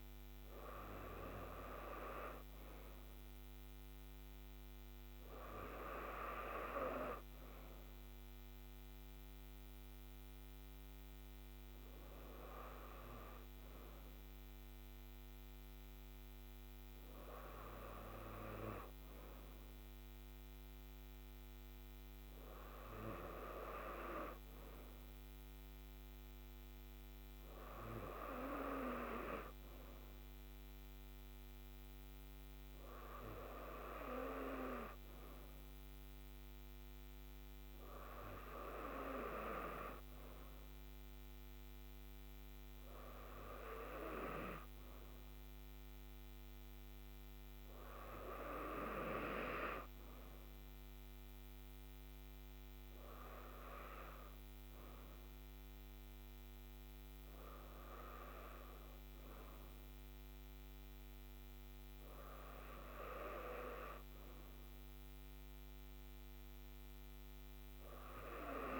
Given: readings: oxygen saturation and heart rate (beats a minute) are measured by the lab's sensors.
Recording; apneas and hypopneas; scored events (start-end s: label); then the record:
breathing in sleep by a microphone on the trachea; none
none scored
From the record:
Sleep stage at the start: N2 (light sleep); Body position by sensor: on the right side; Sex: female